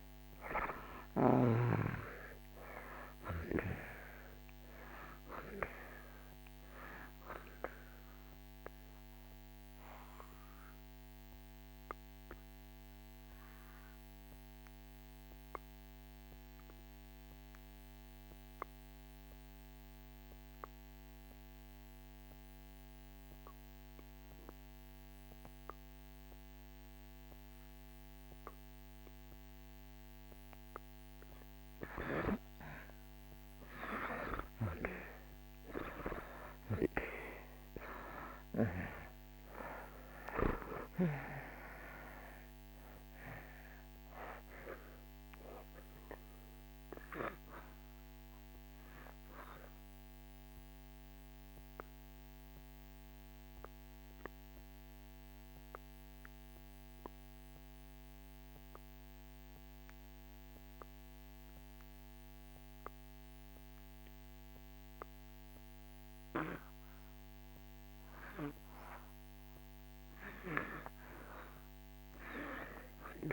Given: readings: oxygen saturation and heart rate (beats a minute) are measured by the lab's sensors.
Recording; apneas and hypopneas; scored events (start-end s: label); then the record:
breathing in sleep by a microphone on the trachea; 2
0.00-24.00 s: oxygen desaturation (device-marked, oxygen 74% lowest)
10.00-31.00 s: obstructive apnea (oxygen 97% before, 74% lowest)
34.00-38.50 s: arousal
36.00-41.00 s: oxygen desaturation (device-marked, oxygen 96% before, 92% lowest)
43.00-68.00 s: oxygen desaturation (device-marked, oxygen 95% before, 75% lowest)
50.00-66.50 s: obstructive apnea (oxygen 96% before, 75% lowest)
70.00-73.33 s: arousal
From the record:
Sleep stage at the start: N2 (light sleep); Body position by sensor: on the back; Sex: male